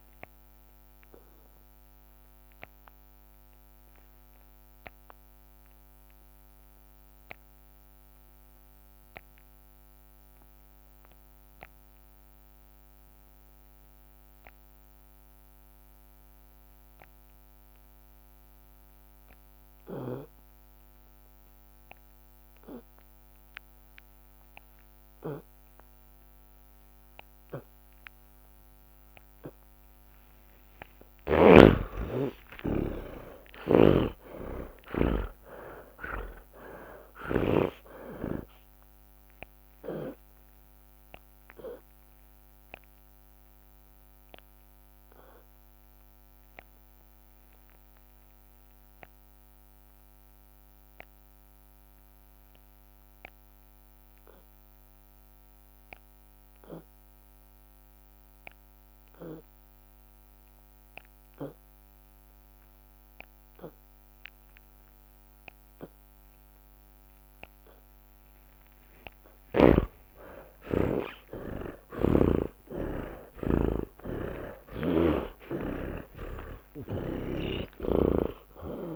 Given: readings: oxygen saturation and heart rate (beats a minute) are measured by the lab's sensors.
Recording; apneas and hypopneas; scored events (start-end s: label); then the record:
breathing in sleep by a microphone on the trachea; 2
0.00-14.50 s: oxygen desaturation (device-marked, oxygen 82% lowest)
3.50-28.50 s: hypopnea (oxygen 96% before, 82% lowest)
29.50-31.50 s: long interval between heartbeats (device-marked)
30.50-35.00 s: arousal
31.50-58.50 s: tachycardia (device-marked, heart rate 57 before, 146 extreme)
33.00-35.00 s: long interval between heartbeats (device-marked)
33.50-37.50 s: snoring (device-marked)
35.50-37.50 s: long interval between heartbeats (device-marked, heart rate 32 before, 116 extreme)
40.50 s: drop in pulse transit time (device-marked)
42.50-66.00 s: hypopnea (oxygen 97% before, 82% lowest)
55.50-78.96 s: oxygen desaturation (device-marked, oxygen 96% before, 82% lowest)
62.50-64.50 s: long interval between heartbeats (device-marked, heart rate 119 before, 44 extreme)
63.50-73.50 s: drop in pulse transit time (device-marked, heart rate 116 before, 28 extreme)
69.50-74.50 s: tachycardia (device-marked, heart rate 60 before, 115 extreme)
69.50-75.50 s: arousal
71.50-75.00 s: snoring (device-marked)
72.50-74.50 s: long interval between heartbeats (device-marked, heart rate 86 before, 104 extreme)
76.00-78.00 s: long interval between heartbeats (device-marked, heart rate 85 before, 118 extreme)
From the record:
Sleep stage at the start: N2 (light sleep); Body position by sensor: on the back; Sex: male